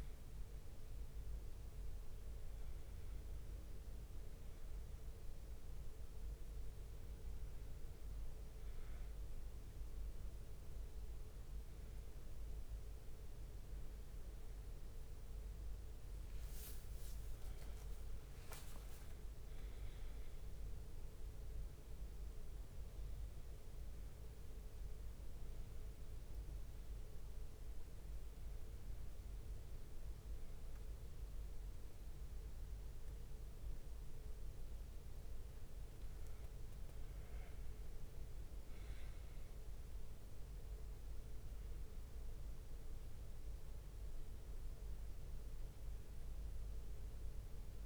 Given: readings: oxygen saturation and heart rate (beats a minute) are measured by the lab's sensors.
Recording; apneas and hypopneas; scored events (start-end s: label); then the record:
breathing in sleep, hard to hear, by a room microphone; none
0.00-1.00 s: drop in pulse transit time (device-marked, heart rate 100 extreme)
0.00-1.50 s: arousal
0.00-5.50 s: leg movement (device-marked)
1.00-47.85 s: bradycardia (device-marked)
5.50-7.50 s: long interval between heartbeats (device-marked)
5.50-14.50 s: leg movement (device-marked)
15.00-17.00 s: long interval between heartbeats (device-marked)
15.50-25.00 s: leg movement (device-marked)
26.50-28.50 s: long interval between heartbeats (device-marked)
30.00-39.50 s: leg movement (device-marked)
38.50-40.50 s: long interval between heartbeats (device-marked)
42.50-47.85 s: leg movement (device-marked)
From the record:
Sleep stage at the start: N1 (lightest sleep); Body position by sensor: on the back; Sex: male